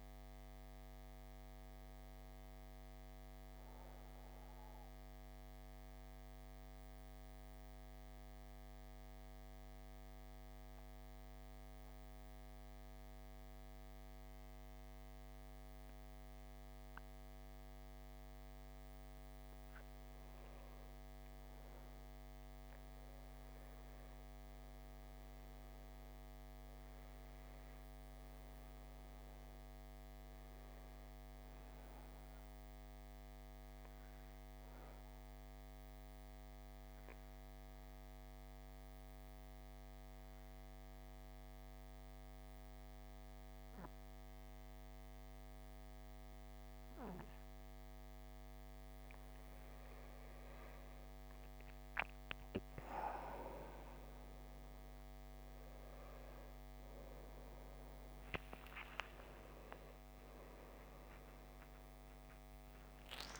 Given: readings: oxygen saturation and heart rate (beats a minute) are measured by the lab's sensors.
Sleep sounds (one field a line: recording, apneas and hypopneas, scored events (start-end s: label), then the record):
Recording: breathing in sleep, hard to hear, by a microphone on the trachea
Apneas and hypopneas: 2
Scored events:
0.00-9.00 s: oxygen desaturation (device-marked, oxygen 87% lowest)
4.50-20.00 s: mixed apnea (oxygen 97% before, 87% lowest, heart rate 30 before, 49 extreme, up 9 after)
21.50-26.50 s: arousal
27.00-49.00 s: oxygen desaturation (device-marked, oxygen 97% before, 87% lowest, heart rate 53 before, 35 extreme)
36.00-48.50 s: obstructive apnea (oxygen 98% before, 85% lowest, heart rate 56 before, 35 extreme, up 1 after)
60.00-63.40 s: arousal
61.00-63.40 s: oxygen desaturation (device-marked, oxygen 96% before, 90% lowest, heart rate 52 before, 28 extreme)
From the record:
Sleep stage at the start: N2 (light sleep)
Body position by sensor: on the back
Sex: male